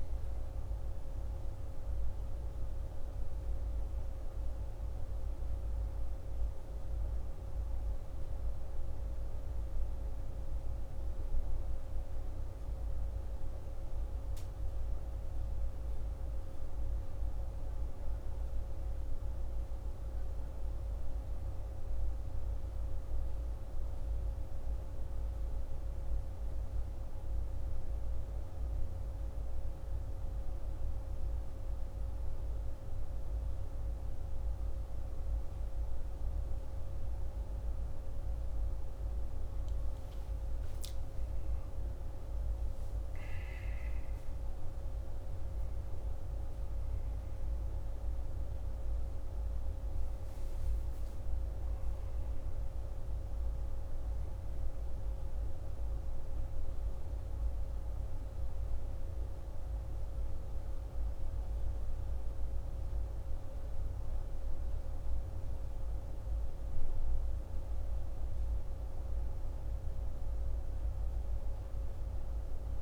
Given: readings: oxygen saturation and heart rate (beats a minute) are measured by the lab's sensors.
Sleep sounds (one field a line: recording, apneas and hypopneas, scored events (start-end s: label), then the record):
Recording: breathing in sleep, hard to hear, by a room microphone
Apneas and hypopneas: none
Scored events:
40.00-45.00 s: arousal
From the record:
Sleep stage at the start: N1 (lightest sleep)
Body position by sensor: on the back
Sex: male